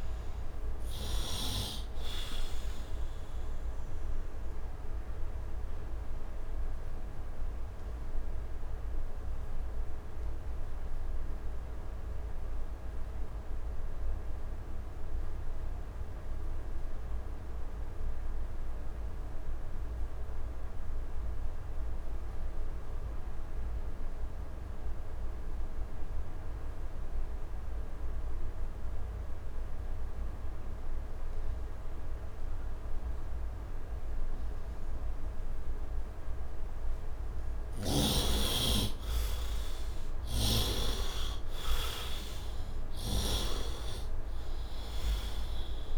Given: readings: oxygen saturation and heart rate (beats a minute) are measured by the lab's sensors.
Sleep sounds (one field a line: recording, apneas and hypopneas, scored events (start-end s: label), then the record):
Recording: breathing in sleep by a room microphone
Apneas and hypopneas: 1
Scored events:
0.00-25.00 s: oxygen desaturation (device-marked, oxygen 68% lowest, heart rate 67 extreme)
3.50-36.00 s: obstructive apnea (oxygen 97% before, 68% lowest, heart rate 80 before, 67 extreme, up 7 after)
27.00-45.98 s: oxygen desaturation (device-marked, oxygen 100% before, 69% lowest, heart rate 72 before, 69 extreme)
37.50-42.00 s: arousal
40.00-43.50 s: snoring (device-marked)
From the record:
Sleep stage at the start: N2 (light sleep)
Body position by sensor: on the right side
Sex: male